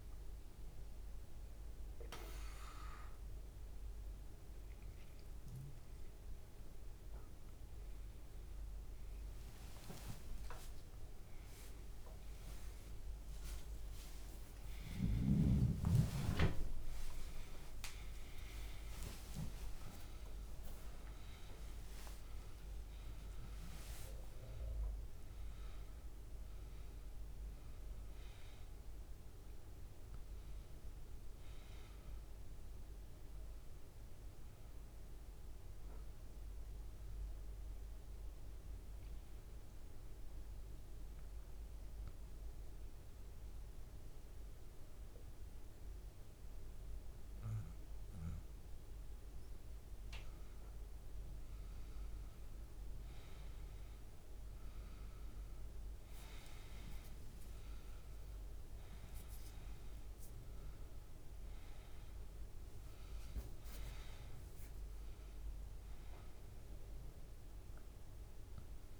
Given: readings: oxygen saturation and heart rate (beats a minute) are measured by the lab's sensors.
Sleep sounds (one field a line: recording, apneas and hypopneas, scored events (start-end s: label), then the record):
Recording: a person partly awake in a sleep study, by a room microphone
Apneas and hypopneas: 1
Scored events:
16.50-69.00 s: new sleep stage, N1 (lightest sleep)
39.50-51.00 s: hypopnea (oxygen 98% before, 90% lowest, heart rate 89 before, 71 extreme, up 0 after)
56.00-61.50 s: arousal
59.50-69.00 s: oxygen desaturation (device-marked, oxygen 98% before, 91% lowest, heart rate 76 before, 71 extreme)
From the record:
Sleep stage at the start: awake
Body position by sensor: on the back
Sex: male